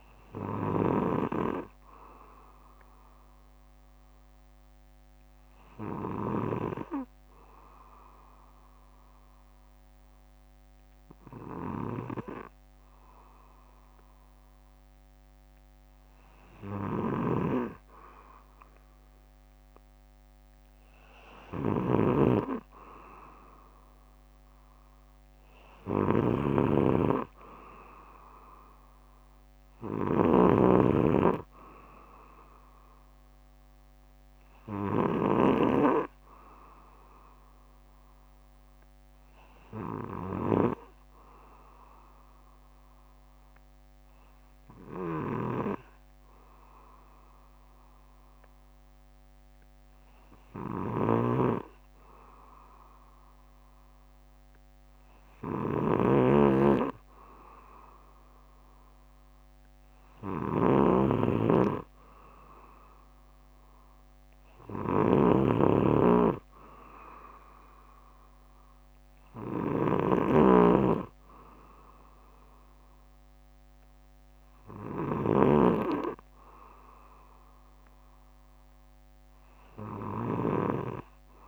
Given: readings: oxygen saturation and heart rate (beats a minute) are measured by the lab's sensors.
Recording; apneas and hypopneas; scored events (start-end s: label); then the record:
breathing in sleep by a microphone on the trachea; 2
0.00-1.00 s: snoring (device-marked)
0.50-2.50 s: bradycardia (device-marked, heart rate 61 before, 59 extreme)
3.50-15.50 s: obstructive apnea (oxygen 96% before, 93% lowest, heart rate 63 before, 58 extreme, up 9 after)
8.50-11.50 s: bradycardia (device-marked, heart rate 61 before, 60 extreme)
17.00-35.50 s: snoring (device-marked)
17.50-19.50 s: bradycardia (device-marked, heart rate 61 before, 60 extreme)
20.00-23.50 s: arousal
40.50-42.50 s: bradycardia (device-marked, heart rate 61 before, 60 extreme)
41.50-52.00 s: obstructive apnea (oxygen 96% before, 93% lowest, heart rate 63 before, 56 extreme, up 4 after)
45.50-47.50 s: bradycardia (device-marked, heart rate 61 before, 62 extreme)
50.50-52.50 s: bradycardia (device-marked, heart rate 61 before, 61 extreme)
51.00-75.50 s: snoring (device-marked)
54.00-57.50 s: arousal
55.50-57.50 s: bradycardia (device-marked, heart rate 61 before, 60 extreme)
58.50-61.50 s: bradycardia (device-marked, heart rate 61 before, 59 extreme)
63.50-65.50 s: bradycardia (device-marked, heart rate 61 before, 59 extreme)
From the record:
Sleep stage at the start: N2 (light sleep); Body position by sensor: on the back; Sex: male